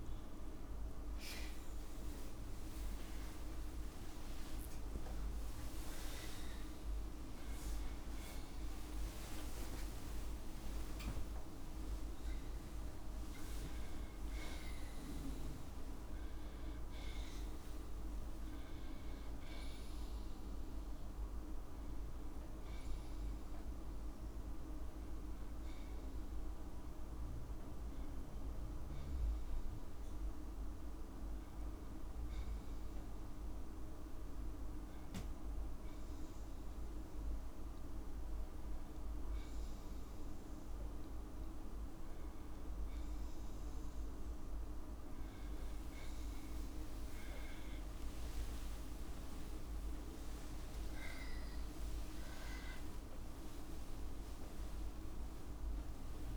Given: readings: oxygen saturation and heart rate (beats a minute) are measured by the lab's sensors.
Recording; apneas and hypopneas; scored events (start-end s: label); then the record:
a person awake in a sleep study, hard to hear, by a room microphone; none
0.50-6.50 s: tachycardia (device-marked, heart rate 63 before, 141 extreme)
6.50-8.50 s: long interval between heartbeats (device-marked, heart rate 97 before, 140 extreme)
10.50-12.50 s: long interval between heartbeats (device-marked, heart rate 102 before, 97 extreme)
10.50-13.50 s: tachycardia (device-marked, heart rate 64 before, 99 extreme)
14.00-16.00 s: long interval between heartbeats (device-marked, heart rate 104 before, 108 extreme)
49.50-51.50 s: long interval between heartbeats (device-marked, heart rate 57 before, 95 extreme)
52.00-54.00 s: long interval between heartbeats (device-marked, heart rate 61 before, 98 extreme)
55.00-56.37 s: long interval between heartbeats (device-marked, heart rate 68 before, 85 extreme)
From the record:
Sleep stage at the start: awake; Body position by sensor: on the back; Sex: female